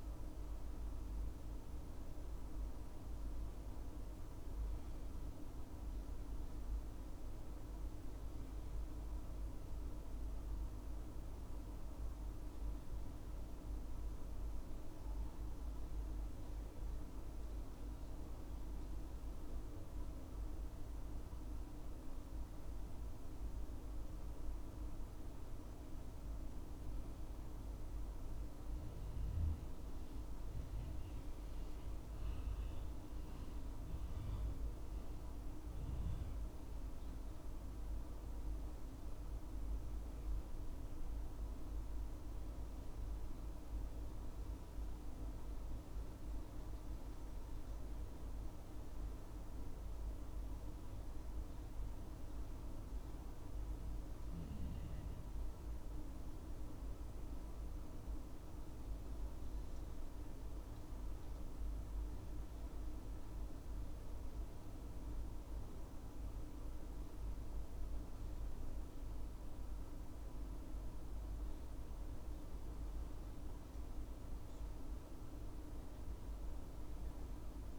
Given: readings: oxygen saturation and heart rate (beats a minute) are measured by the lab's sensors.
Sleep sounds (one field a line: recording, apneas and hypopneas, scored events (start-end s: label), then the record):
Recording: breathing in sleep, hard to hear, by a room microphone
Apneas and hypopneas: 1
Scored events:
0.00-3.00 s: oxygen desaturation (device-marked, oxygen 91% lowest, heart rate 71 extreme)
45.50-56.50 s: obstructive apnea (oxygen 96% before, 95% lowest, heart rate 72 before, 69 extreme, up 1 after)
59.50-63.00 s: arousal
From the record:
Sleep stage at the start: N2 (light sleep)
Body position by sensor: on the back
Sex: male